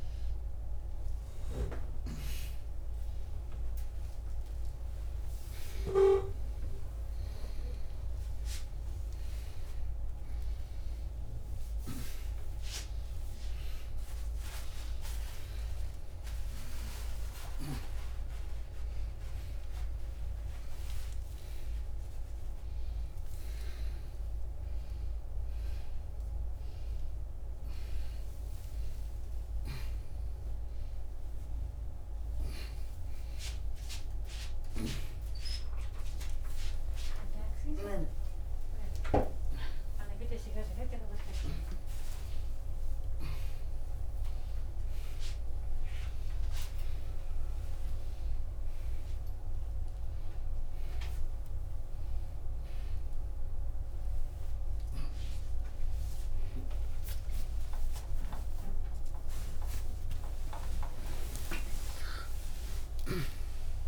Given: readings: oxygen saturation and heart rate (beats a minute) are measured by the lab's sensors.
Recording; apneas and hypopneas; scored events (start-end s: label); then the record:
a person awake in a sleep study, by a room microphone; none
none scored
From the record:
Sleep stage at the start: awake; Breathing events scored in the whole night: 596 in 6.8 hours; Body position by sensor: upright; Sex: female